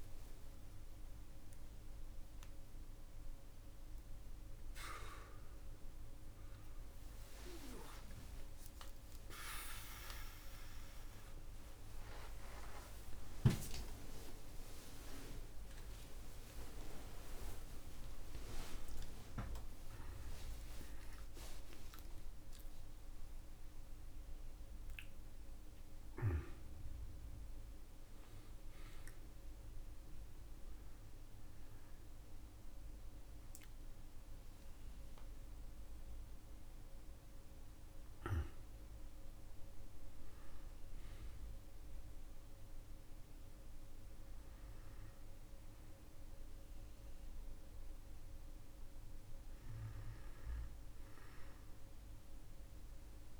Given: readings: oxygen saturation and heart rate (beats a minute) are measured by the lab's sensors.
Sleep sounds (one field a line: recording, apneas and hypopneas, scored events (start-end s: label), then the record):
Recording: a person awake in a sleep study, by a room microphone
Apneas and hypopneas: none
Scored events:
0.00-5.00 s: tachycardia (device-marked, heart rate 146 extreme)
9.00-25.00 s: tachycardia (device-marked, heart rate 55 before, 197 extreme)
28.00-35.00 s: tachycardia (device-marked, heart rate 58 before, 129 extreme)
52.00-53.40 s: new sleep stage, N2 (light sleep)
From the record:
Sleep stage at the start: awake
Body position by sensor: on the back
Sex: male